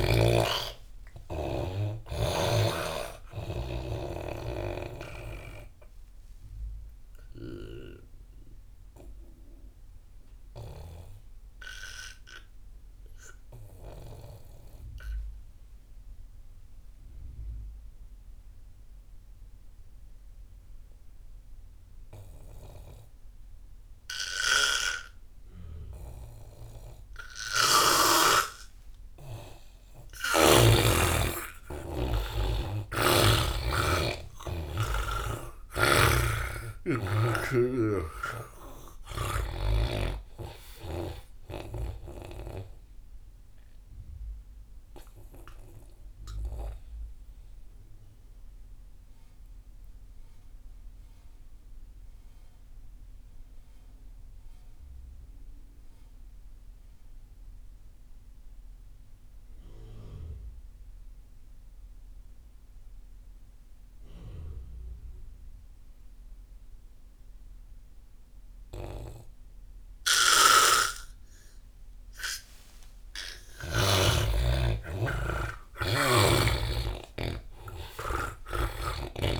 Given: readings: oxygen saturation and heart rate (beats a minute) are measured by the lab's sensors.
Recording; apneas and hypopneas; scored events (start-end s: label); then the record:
breathing in sleep by a room microphone; 2
0.00-14.00 s: oxygen desaturation (device-marked, oxygen 87% lowest)
6.00-29.00 s: obstructive apnea (oxygen 99% before, 80% lowest)
28.00-52.00 s: oxygen desaturation (device-marked, oxygen 98% before, 86% lowest)
30.50-34.50 s: arousal
33.00-40.00 s: snoring (device-marked)
43.00-71.50 s: obstructive apnea (oxygen 99% before, 80% lowest)
66.00-79.40 s: oxygen desaturation (device-marked, oxygen 99% before, 80% lowest)
70.50-74.50 s: snoring (device-marked)
73.00-77.50 s: arousal
From the record:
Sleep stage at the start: N2 (light sleep); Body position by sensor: on the back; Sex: male